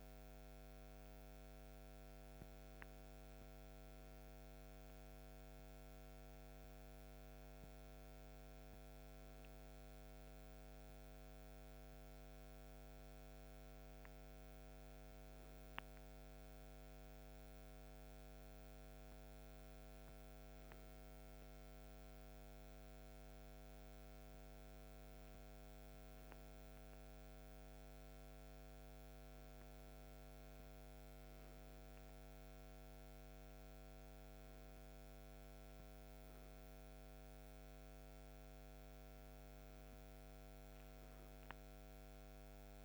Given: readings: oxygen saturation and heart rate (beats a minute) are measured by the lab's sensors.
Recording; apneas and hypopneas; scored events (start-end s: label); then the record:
breathing in sleep, hard to hear, by a microphone on the trachea; none
none scored
From the record:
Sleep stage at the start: N2 (light sleep); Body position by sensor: on the left side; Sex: male